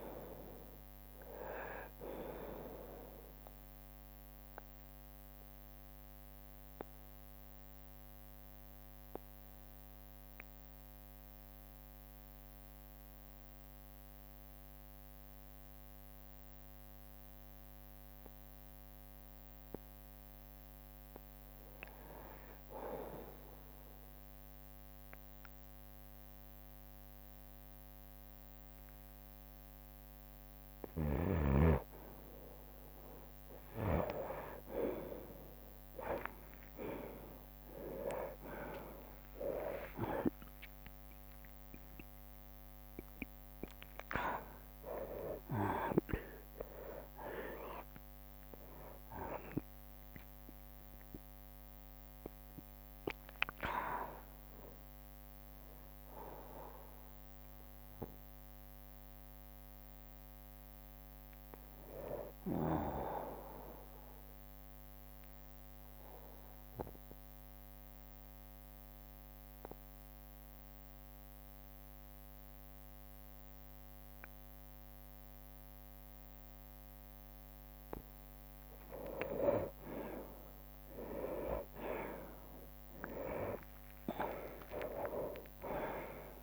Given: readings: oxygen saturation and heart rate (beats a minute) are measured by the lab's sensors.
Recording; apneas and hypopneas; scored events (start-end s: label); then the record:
breathing in sleep by a microphone on the trachea; 2
0.00-16.50 s: oxygen desaturation (device-marked, oxygen 90% lowest, heart rate 47 extreme)
1.50-5.50 s: bradycardia (device-marked, heart rate 64 before, 57 extreme)
3.50-20.50 s: mixed apnea (oxygen 98% before, 90% lowest, heart rate 63 before, 47 extreme, up 0 after)
9.50-35.50 s: bradycardia (device-marked, heart rate 64 before, 47 extreme)
23.00-26.50 s: arousal
30.50-43.50 s: oxygen desaturation (device-marked, oxygen 98% before, 93% lowest, heart rate 55 before, 56 extreme)
38.50-40.50 s: long interval between heartbeats (device-marked, heart rate 53 before, 61 extreme)
38.50-54.50 s: drop in pulse transit time (device-marked, heart rate 53 before, 61 extreme)
42.50-44.50 s: long interval between heartbeats (device-marked, heart rate 55 before, 69 extreme)
45.50-50.50 s: arousal
48.50-50.50 s: long interval between heartbeats (device-marked, heart rate 62 before, 76 extreme)
52.50-54.50 s: long interval between heartbeats (device-marked, heart rate 66 before, 72 extreme)
62.00-64.00 s: long interval between heartbeats (device-marked, heart rate 71 before, 72 extreme)
64.00-78.00 s: obstructive apnea (oxygen 95% before, 88% lowest, heart rate 71 before, 55 extreme, up 28 after)
79.50-86.43 s: oxygen desaturation (device-marked, oxygen 98% before, 92% lowest, heart rate 65 before, 45 extreme)
81.50-86.43 s: arousal
83.00-85.00 s: long interval between heartbeats (device-marked, heart rate 64 before, 75 extreme)
From the record:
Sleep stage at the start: N2 (light sleep); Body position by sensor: on the right side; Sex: male